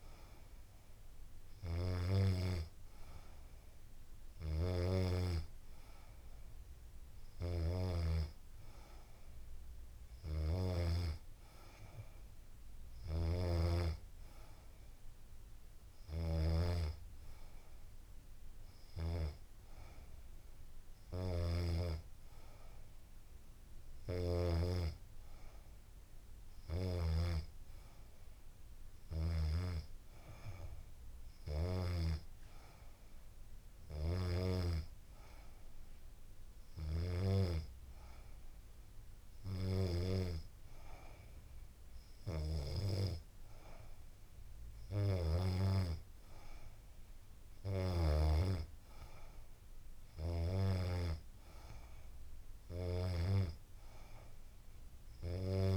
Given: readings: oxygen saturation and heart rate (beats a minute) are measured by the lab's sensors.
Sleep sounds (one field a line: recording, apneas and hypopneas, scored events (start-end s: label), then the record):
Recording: breathing in sleep by a room microphone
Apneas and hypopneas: none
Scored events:
none scored
From the record:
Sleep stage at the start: N2 (light sleep)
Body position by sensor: on the back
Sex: female